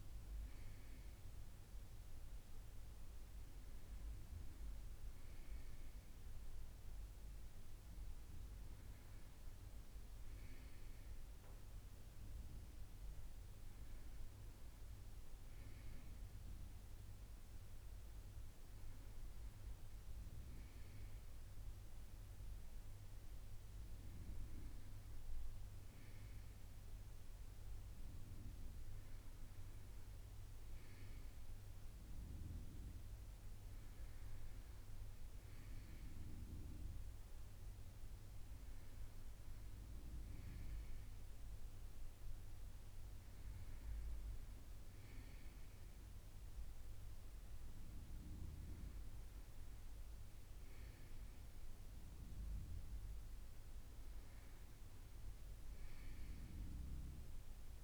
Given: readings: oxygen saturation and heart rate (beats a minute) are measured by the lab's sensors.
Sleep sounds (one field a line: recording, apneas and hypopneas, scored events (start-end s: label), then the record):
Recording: breathing in sleep, hard to hear, by a room microphone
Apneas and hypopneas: none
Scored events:
none scored
From the record:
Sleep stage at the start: N1 (lightest sleep)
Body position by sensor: on the right side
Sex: male